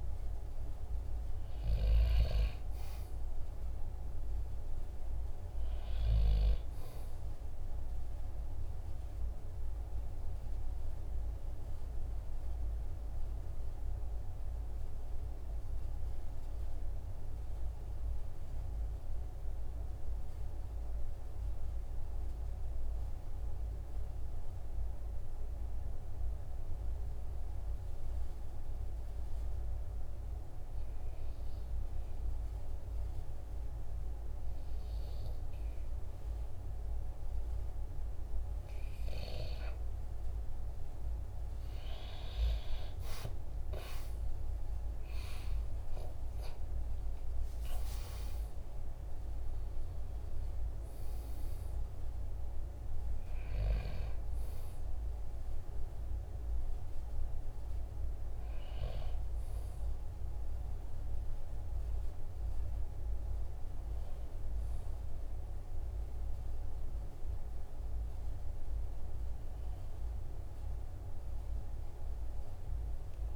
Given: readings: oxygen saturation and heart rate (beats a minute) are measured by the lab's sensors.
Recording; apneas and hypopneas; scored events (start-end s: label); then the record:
breathing in sleep, hard to hear, by a room microphone; 1
8.00-37.00 s: hypopnea (oxygen 96% before, 93% lowest, heart rate 46 before, 44 extreme, up 2 after)
40.50-46.50 s: arousal
53.00-73.36 s: oxygen desaturation (device-marked, oxygen 97% before, 93% lowest, heart rate 47 before, 44 extreme)
From the record:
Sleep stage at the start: N2 (light sleep); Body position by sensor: on the back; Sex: male